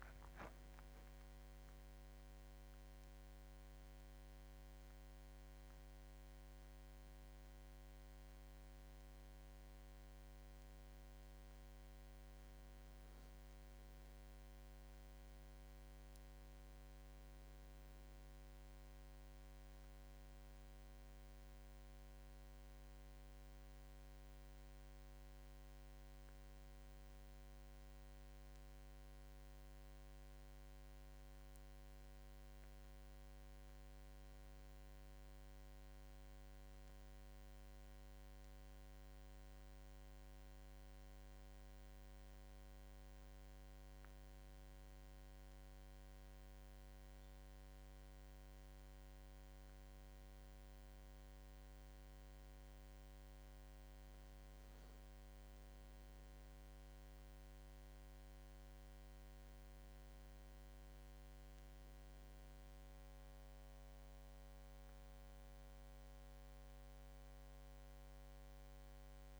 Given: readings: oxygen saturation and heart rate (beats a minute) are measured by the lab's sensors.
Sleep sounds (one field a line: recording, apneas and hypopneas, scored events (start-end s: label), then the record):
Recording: a person partly awake in a sleep study, hard to hear, by a microphone on the trachea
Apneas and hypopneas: none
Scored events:
11.00-69.40 s: new sleep stage, N1 (lightest sleep)
From the record:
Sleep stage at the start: awake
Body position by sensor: on the back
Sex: male